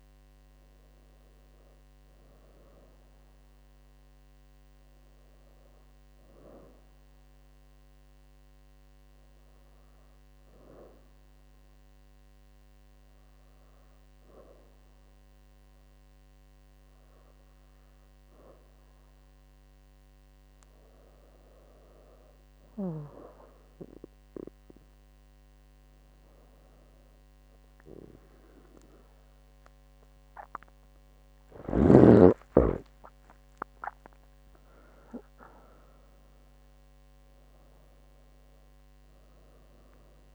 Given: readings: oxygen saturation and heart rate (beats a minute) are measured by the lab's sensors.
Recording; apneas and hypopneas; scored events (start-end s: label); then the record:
breathing in sleep by a microphone on the trachea; 1
0.00-1.50 s: arousal
9.50-22.00 s: hypopnea (oxygen 97% before, 94% lowest, heart rate 74 before, 72 extreme, up 3 after)
30.50-35.00 s: arousal
From the record:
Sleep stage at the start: N2 (light sleep); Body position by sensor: on the back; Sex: female